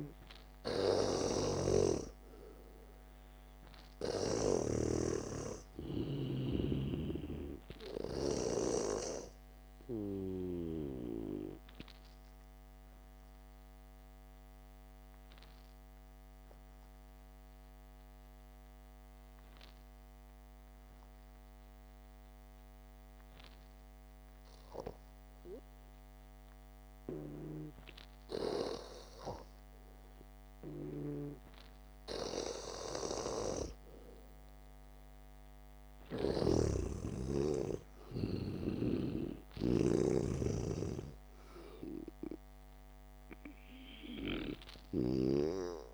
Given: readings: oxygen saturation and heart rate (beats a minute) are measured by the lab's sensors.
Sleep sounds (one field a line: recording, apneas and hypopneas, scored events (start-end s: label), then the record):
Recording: breathing in sleep by a microphone on the trachea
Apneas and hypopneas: 1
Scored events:
0.00-1.00 s: arousal
2.00-9.50 s: snoring (device-marked)
3.00-32.00 s: oxygen desaturation (device-marked, oxygen 96% before, 89% lowest, heart rate 60 before, 51 extreme)
14.50-29.50 s: obstructive apnea (oxygen 99% before, 89% lowest, heart rate 55 before, 51 extreme, up 0 after)
34.00-37.50 s: arousal
34.00-37.50 s: snoring (device-marked)
39.50-45.93 s: snoring (device-marked)
From the record:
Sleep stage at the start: N2 (light sleep)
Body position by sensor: on the back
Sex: male